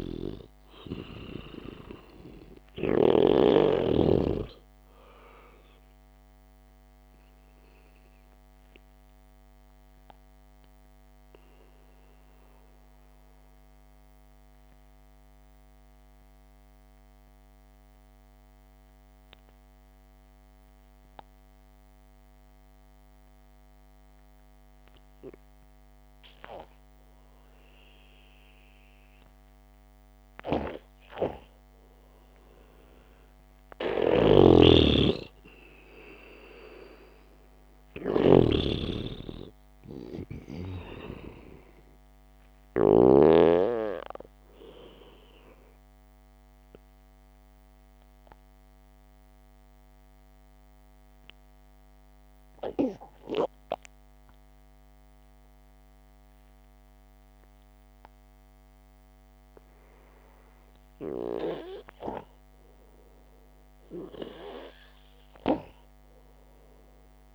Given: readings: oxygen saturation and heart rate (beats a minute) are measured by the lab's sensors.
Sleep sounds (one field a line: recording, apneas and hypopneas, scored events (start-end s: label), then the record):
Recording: breathing in sleep by a microphone on the trachea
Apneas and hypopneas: 2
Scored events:
0.00-4.00 s: snoring (device-marked)
9.50-32.00 s: obstructive apnea (oxygen 98% before, 92% lowest, heart rate 59 before, 53 extreme, up 0 after)
21.00-30.00 s: oxygen desaturation (device-marked, oxygen 95% before, 92% lowest, heart rate 62 before, 53 extreme)
34.50-44.00 s: snoring (device-marked)
36.00-40.00 s: arousal
47.00-60.50 s: obstructive apnea (oxygen 98% before, 91% lowest, heart rate 60 before, 53 extreme, up 4 after)
63.50-67.35 s: arousal
From the record:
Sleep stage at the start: N2 (light sleep)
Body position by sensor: on the back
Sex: male